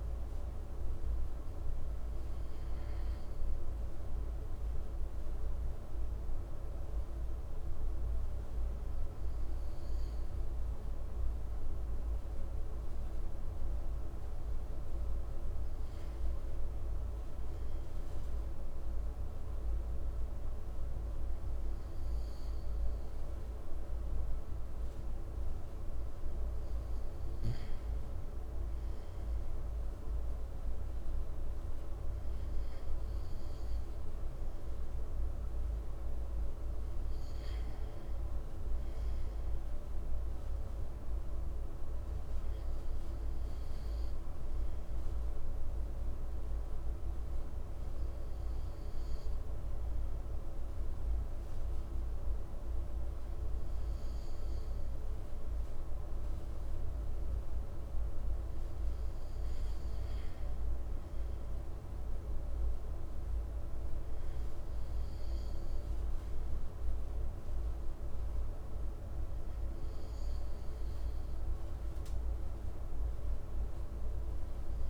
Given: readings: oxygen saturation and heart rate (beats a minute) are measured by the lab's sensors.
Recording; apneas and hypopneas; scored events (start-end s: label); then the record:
breathing in sleep, hard to hear, by a room microphone; none
none scored
From the record:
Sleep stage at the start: N2 (light sleep); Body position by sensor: on the right side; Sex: male